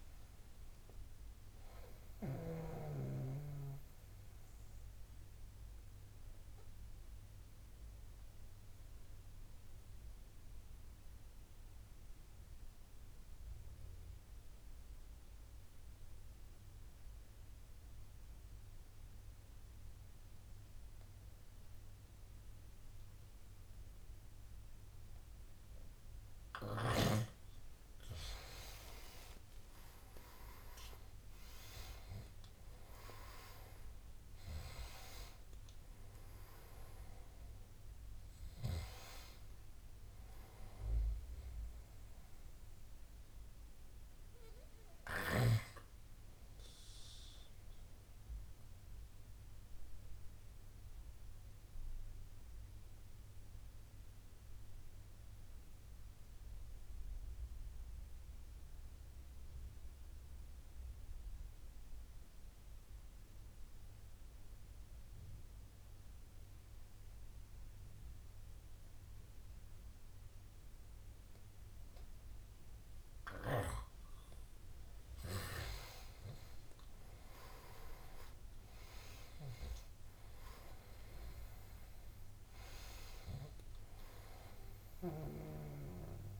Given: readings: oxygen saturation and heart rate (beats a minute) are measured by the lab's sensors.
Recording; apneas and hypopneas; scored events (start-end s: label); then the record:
breathing in sleep by a room microphone; 2
6.00-25.50 s: obstructive apnea (oxygen 97% before, 89% lowest, heart rate 78 before, 70 extreme, up 9 after)
26.00-59.00 s: oxygen desaturation (device-marked, oxygen 99% before, 89% lowest, heart rate 71 before, 68 extreme)
26.50-29.50 s: arousal
50.50-74.00 s: obstructive apnea (oxygen 98% before, 88% lowest, heart rate 77 before, 68 extreme, up 13 after)
72.00-86.40 s: oxygen desaturation (device-marked, oxygen 99% before, 88% lowest, heart rate 71 before, 72 extreme)
76.50-80.50 s: arousal
From the record:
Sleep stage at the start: N2 (light sleep); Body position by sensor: on the right side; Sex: male